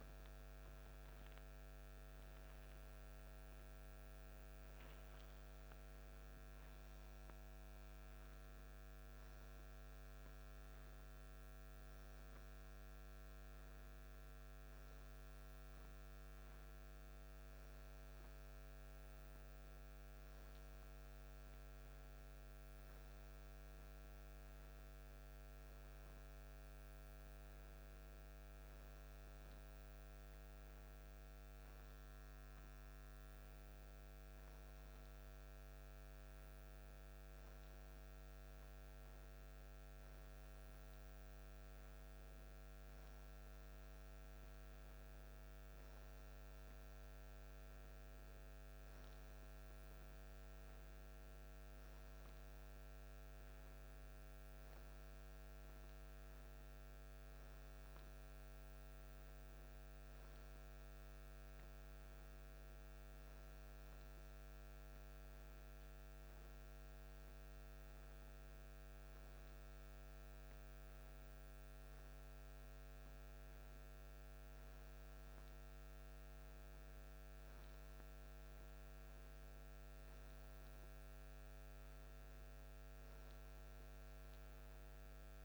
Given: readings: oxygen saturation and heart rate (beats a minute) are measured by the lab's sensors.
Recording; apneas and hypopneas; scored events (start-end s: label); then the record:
breathing in sleep, hard to hear, by a microphone on the trachea; none
none scored
From the record:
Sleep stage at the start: N2 (light sleep); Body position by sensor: on the back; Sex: male